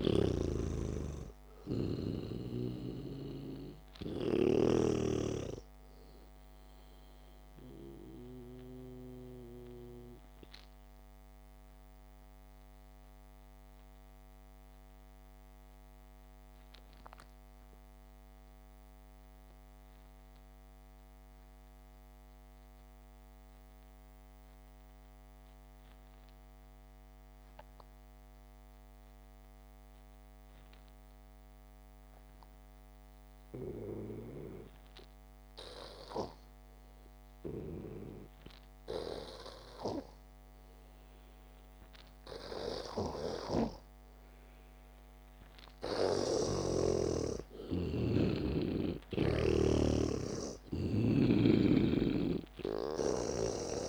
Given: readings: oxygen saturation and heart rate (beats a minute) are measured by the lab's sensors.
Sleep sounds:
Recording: breathing in sleep by a microphone on the trachea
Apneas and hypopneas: 1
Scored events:
0.00-1.00 s: snoring (device-marked)
0.00-8.00 s: oxygen desaturation (device-marked, oxygen 92% lowest, heart rate 53 extreme)
8.00-35.00 s: mixed apnea (oxygen 98% before, 87% lowest, heart rate 56 before, 49 extreme)
14.00-23.00 s: oxygen desaturation (device-marked, oxygen 93% before, 89% lowest, heart rate 58 before, 50 extreme)
36.00-39.50 s: arousal
38.00-53.89 s: oxygen desaturation (device-marked, oxygen 99% before, 87% lowest, heart rate 66 before, 49 extreme)
44.00-47.50 s: snoring (device-marked)
From the record:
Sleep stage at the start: N2 (light sleep)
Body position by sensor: on the back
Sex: male

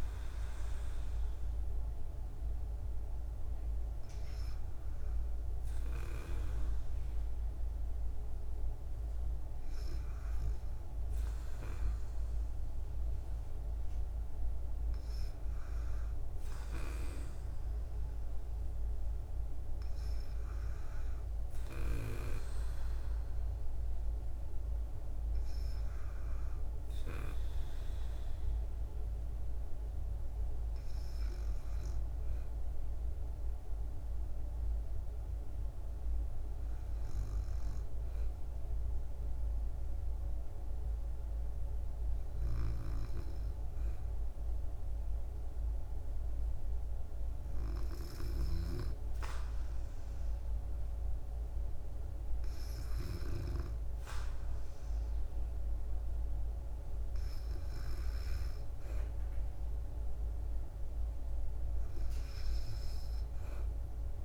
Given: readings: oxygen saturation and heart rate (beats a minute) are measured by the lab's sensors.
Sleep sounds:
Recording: breathing in sleep by a room microphone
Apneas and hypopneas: 1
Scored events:
42.50-55.00 s: hypopnea (oxygen 97% before, 95% lowest, heart rate 61 before, 63 extreme, up 1 after)
58.00-61.50 s: arousal
From the record:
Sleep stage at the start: N2 (light sleep)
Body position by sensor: on the back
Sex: female

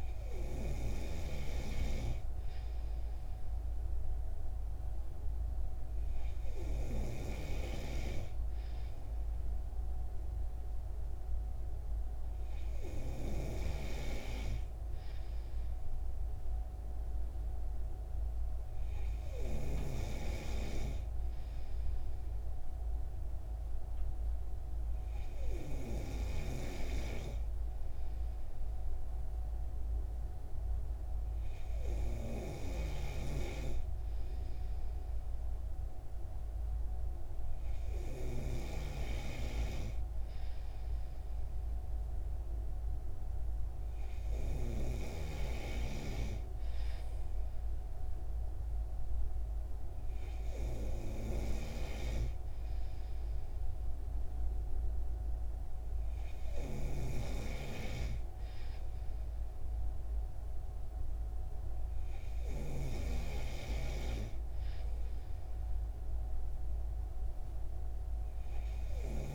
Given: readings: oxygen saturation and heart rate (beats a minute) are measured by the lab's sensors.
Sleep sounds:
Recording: breathing in sleep by a room microphone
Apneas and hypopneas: none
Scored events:
57.00-63.50 s: snoring (device-marked)
From the record:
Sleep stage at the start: N3 (deep sleep)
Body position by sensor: on the right side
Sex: male

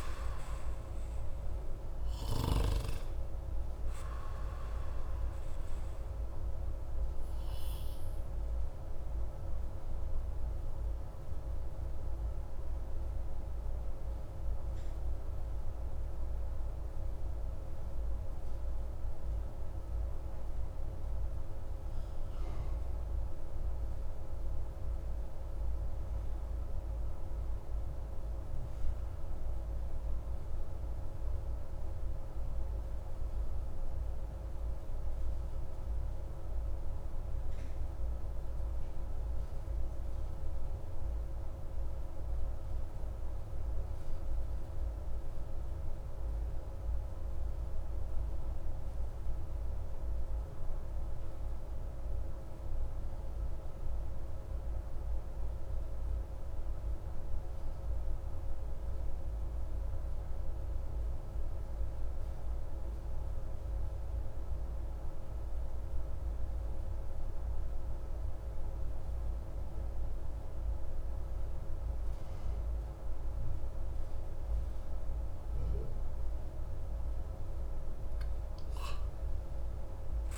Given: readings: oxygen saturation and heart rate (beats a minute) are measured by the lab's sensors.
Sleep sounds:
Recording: breathing in sleep, hard to hear, by a room microphone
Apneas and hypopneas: 1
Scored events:
6.50-75.50 s: obstructive apnea (oxygen 97% before, 89% lowest)
67.00-80.38 s: oxygen desaturation (device-marked, oxygen 96% before, 90% lowest)
78.00-80.38 s: arousal
From the record:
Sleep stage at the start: N2 (light sleep)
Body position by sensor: on the back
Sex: male

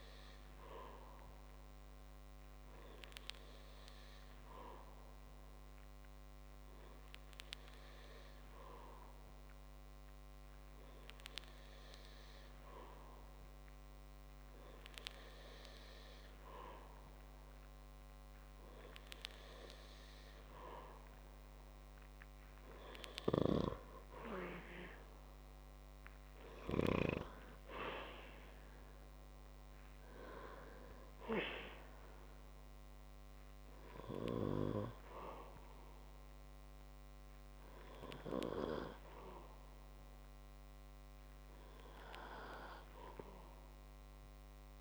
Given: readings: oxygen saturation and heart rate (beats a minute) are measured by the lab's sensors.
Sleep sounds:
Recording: breathing in sleep by a microphone on the trachea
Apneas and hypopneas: none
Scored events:
26.00-29.00 s: arousal
From the record:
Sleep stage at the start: N2 (light sleep)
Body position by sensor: on the back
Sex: male

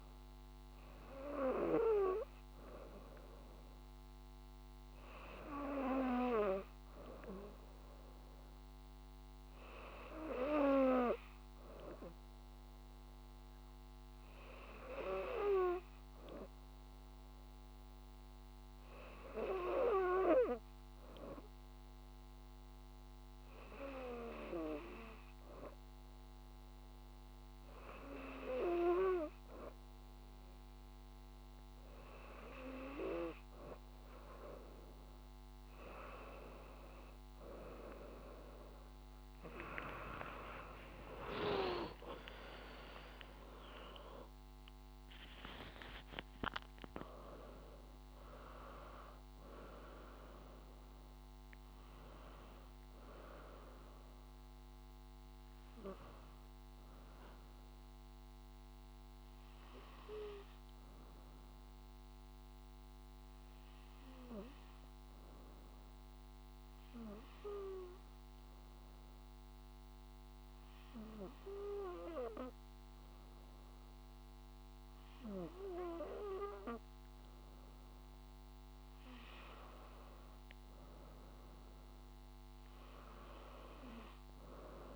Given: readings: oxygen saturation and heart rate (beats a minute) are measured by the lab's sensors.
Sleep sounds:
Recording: breathing in sleep by a microphone on the trachea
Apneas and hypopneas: 2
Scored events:
0.00-5.00 s: oxygen desaturation (device-marked, oxygen 93% lowest, heart rate 63 extreme)
15.50-30.50 s: hypopnea (oxygen 96% before, 95% lowest, heart rate 69 before, 68 extreme, up 7 after)
40.50-46.50 s: arousal
66.00-79.00 s: hypopnea (oxygen 98% before, 94% lowest, heart rate 80 before, 67 extreme, up 7 after)
80.00-83.50 s: arousal
From the record:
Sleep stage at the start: N2 (light sleep)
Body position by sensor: on the right side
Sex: female

